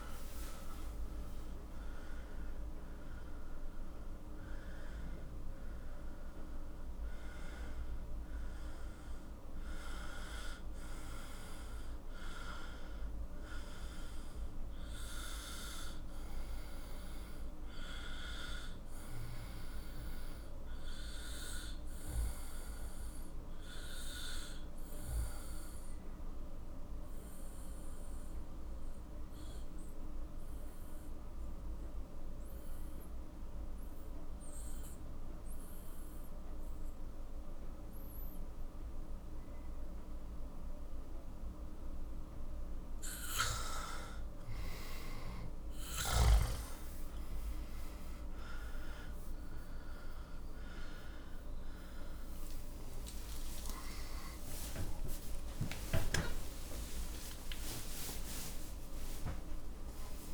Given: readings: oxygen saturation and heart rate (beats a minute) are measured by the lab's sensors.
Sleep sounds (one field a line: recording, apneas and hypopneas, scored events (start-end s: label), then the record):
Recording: breathing in sleep by a room microphone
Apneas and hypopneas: 1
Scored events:
0.00-1.00 s: arousal
2.50-21.50 s: oxygen desaturation (device-marked, oxygen 93% before, 88% lowest, heart rate 64 before, 56 extreme)
27.50-43.00 s: mixed apnea (oxygen 98% before, 88% lowest, heart rate 62 before, 56 extreme, up 8 after)
41.50-60.34 s: oxygen desaturation (device-marked, oxygen 98% before, 88% lowest, heart rate 59 before, 55 extreme)
45.50-60.34 s: new sleep stage, N1 (lightest sleep)
55.00-60.34 s: arousal
From the record:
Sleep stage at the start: REM sleep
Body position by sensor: on the back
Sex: male